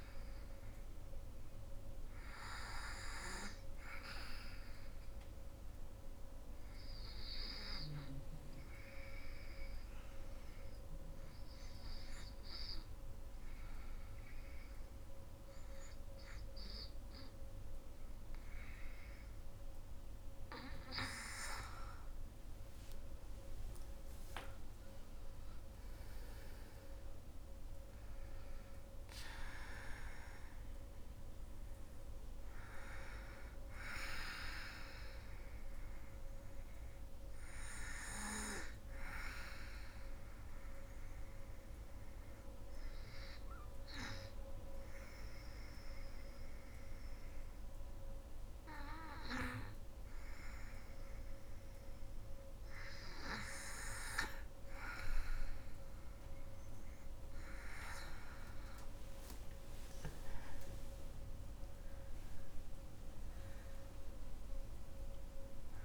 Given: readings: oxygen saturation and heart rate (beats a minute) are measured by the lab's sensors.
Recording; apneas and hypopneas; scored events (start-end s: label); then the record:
breathing in sleep by a room microphone; 2
0.00-2.00 s: arousal
4.00-11.00 s: oxygen desaturation (device-marked, oxygen 98% before, 95% lowest, heart rate 66 before, 55 extreme)
5.50-19.00 s: obstructive apnea (oxygen 98% before, 88% lowest, heart rate 66 before, 55 extreme, up 15 after)
21.00-45.00 s: oxygen desaturation (device-marked, oxygen 96% before, 88% lowest, heart rate 63 before, 62 extreme)
21.50-25.00 s: arousal
39.00-52.00 s: obstructive apnea (oxygen 96% before, 88% lowest, heart rate 67 before, 58 extreme, up 5 after)
55.00-59.00 s: arousal
57.00-65.85 s: oxygen desaturation (device-marked, oxygen 99% before, 93% lowest, heart rate 63 before, 58 extreme)
From the record:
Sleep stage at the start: N2 (light sleep); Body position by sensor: on the back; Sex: female